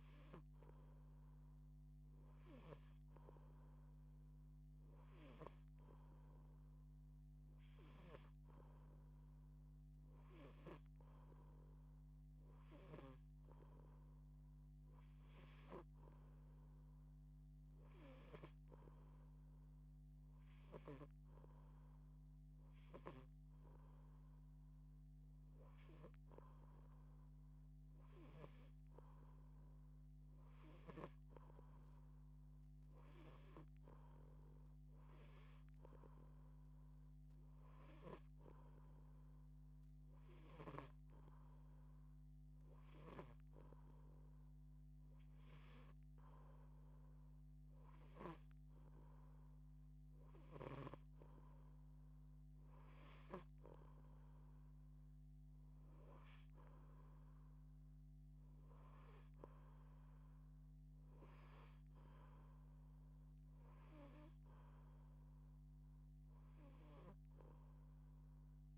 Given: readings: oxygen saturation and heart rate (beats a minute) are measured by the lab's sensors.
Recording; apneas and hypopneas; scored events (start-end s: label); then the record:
breathing in sleep by a microphone on the trachea; none
4.50-10.50 s: snoring (device-marked)
42.50-48.00 s: snoring (device-marked)
58.00-62.00 s: arousal
From the record:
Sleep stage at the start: N2 (light sleep); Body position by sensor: on the back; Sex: female